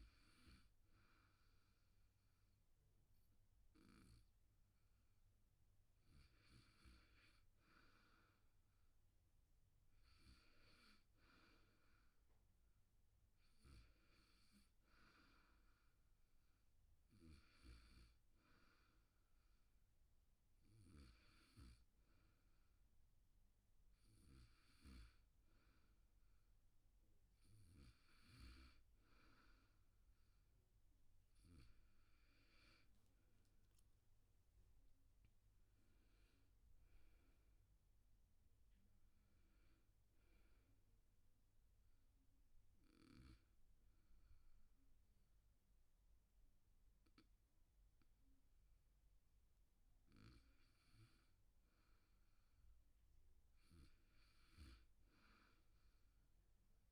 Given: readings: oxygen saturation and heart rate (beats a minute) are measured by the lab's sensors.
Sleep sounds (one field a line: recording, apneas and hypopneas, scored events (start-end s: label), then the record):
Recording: breathing in sleep, hard to hear, by a room microphone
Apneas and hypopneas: 1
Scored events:
2.00-7.00 s: oxygen desaturation (device-marked, oxygen 98% before, 93% lowest, heart rate 70 before, 74 extreme)
35.50-38.50 s: arousal
41.00-52.00 s: obstructive apnea (oxygen 95% before, 92% lowest, heart rate 80 before, 67 extreme, up 0 after)
53.50-56.92 s: arousal
From the record:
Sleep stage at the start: N2 (light sleep)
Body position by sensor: on the back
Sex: male